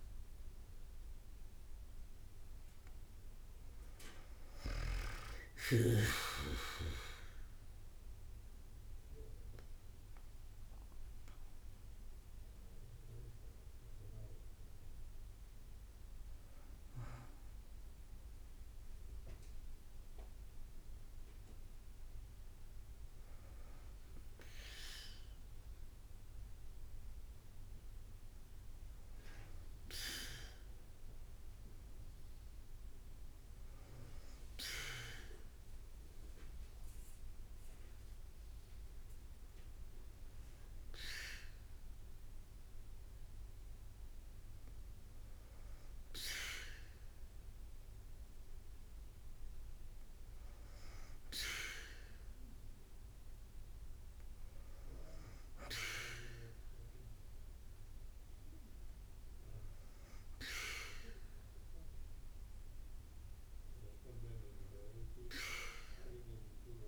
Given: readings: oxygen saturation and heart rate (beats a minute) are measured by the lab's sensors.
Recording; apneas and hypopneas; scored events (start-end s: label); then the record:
breathing in sleep by a room microphone; none
7.00-13.00 s: arousal
7.00-22.00 s: drop in pulse transit time (device-marked, heart rate 54 before, 53 extreme)
From the record:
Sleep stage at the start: N2 (light sleep); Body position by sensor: on the back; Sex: female